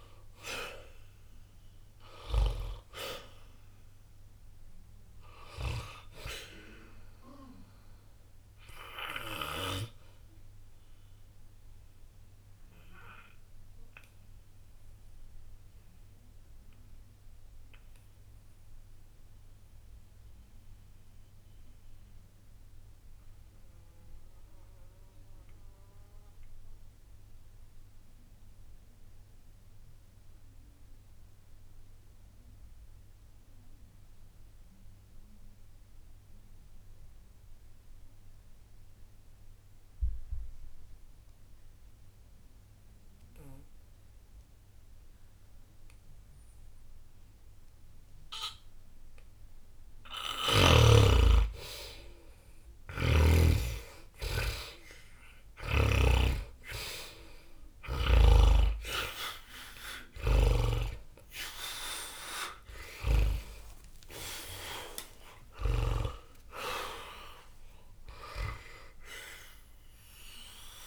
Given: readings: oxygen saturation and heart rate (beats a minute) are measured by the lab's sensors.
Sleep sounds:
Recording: breathing in sleep by a room microphone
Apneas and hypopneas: 1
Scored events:
0.00-28.00 s: oxygen desaturation (device-marked, oxygen 73% lowest, heart rate 59 extreme)
10.00-50.50 s: obstructive apnea (oxygen 93% before, 73% lowest, heart rate 65 before, 59 extreme, up 0 after)
47.00-70.87 s: oxygen desaturation (device-marked, oxygen 98% before, 75% lowest, heart rate 60 before, 60 extreme)
53.00-57.00 s: arousal
From the record:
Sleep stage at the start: N2 (light sleep)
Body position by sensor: on the back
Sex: male

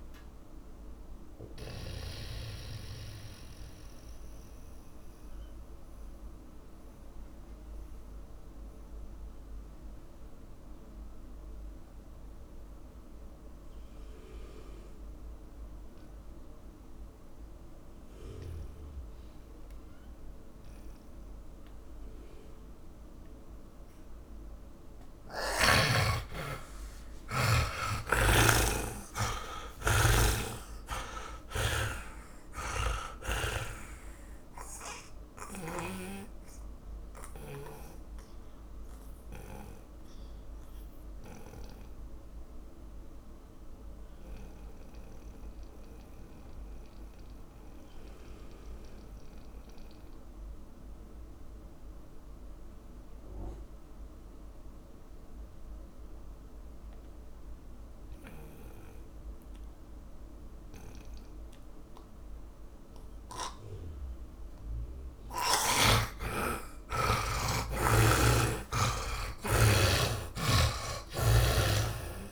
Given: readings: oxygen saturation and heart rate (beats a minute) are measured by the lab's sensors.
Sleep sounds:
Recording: breathing in sleep by a room microphone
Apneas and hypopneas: 2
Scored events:
0.00-2.00 s: snoring (device-marked)
0.00-19.50 s: oxygen desaturation (device-marked, oxygen 77% lowest, heart rate 52 extreme)
1.00-25.50 s: mixed apnea (oxygen 100% before, 77% lowest, heart rate 68 before, 52 extreme, up 26 after)
26.50-30.50 s: arousal
32.50-53.50 s: oxygen desaturation (device-marked, oxygen 100% before, 82% lowest, heart rate 60 before, 51 extreme)
37.00-64.50 s: mixed apnea (oxygen 100% before, 80% lowest, heart rate 63 before, 51 extreme, up 11 after)
69.50-72.32 s: arousal
From the record:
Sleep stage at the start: N2 (light sleep)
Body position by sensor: on the back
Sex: male

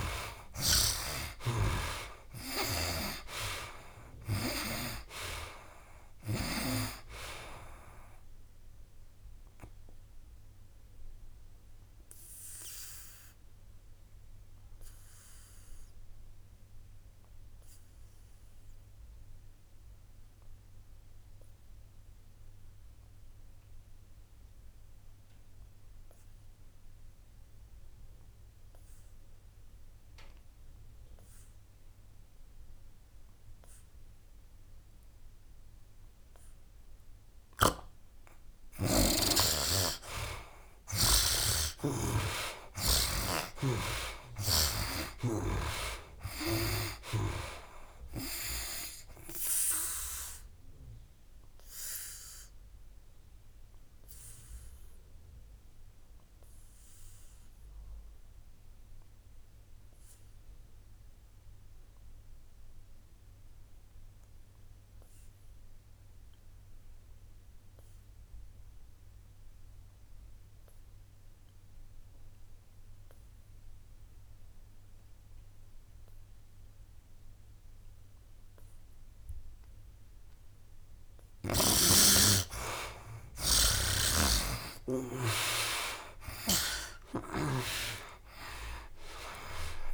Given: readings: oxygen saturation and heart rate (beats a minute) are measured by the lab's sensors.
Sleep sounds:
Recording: breathing in sleep by a room microphone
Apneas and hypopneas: 2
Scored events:
0.00-1.00 s: snoring (device-marked)
0.00-2.00 s: arousal
0.00-25.00 s: oxygen desaturation (device-marked, oxygen 98% before, 72% lowest, heart rate 64 before, 62 extreme)
9.00-38.50 s: obstructive apnea (oxygen 99% before, 71% lowest, heart rate 69 before, 62 extreme, up 17 after)
31.00-69.00 s: oxygen desaturation (device-marked, oxygen 98% before, 71% lowest, heart rate 66 before, 60 extreme)
37.50-45.50 s: snoring (device-marked)
44.00-47.50 s: arousal
50.50-80.50 s: obstructive apnea (oxygen 98% before, 71% lowest, heart rate 70 before, 60 extreme, up 17 after)
74.00-89.94 s: oxygen desaturation (device-marked, oxygen 98% before, 71% lowest, heart rate 64 before, 63 extreme)
85.50-89.94 s: arousal
From the record:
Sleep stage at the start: N2 (light sleep)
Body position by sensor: on the back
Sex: male

